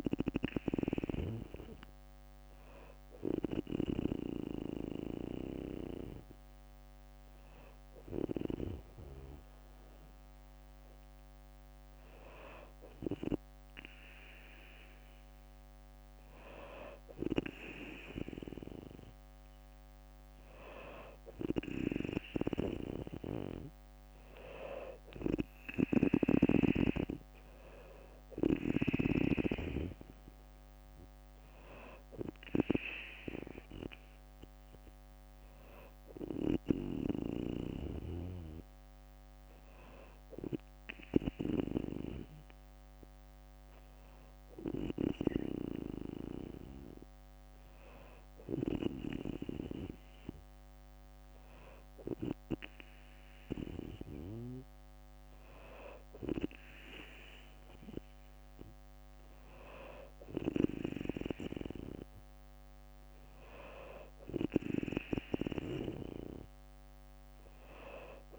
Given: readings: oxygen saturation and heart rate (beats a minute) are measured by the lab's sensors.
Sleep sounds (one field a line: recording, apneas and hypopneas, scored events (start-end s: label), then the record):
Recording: breathing in sleep by a microphone on the trachea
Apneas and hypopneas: none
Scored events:
0.00-5.50 s: drop in pulse transit time (device-marked, heart rate 61 extreme)
24.50-37.50 s: drop in pulse transit time (device-marked, heart rate 61 before, 61 extreme)
From the record:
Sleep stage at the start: N2 (light sleep)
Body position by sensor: on the back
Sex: female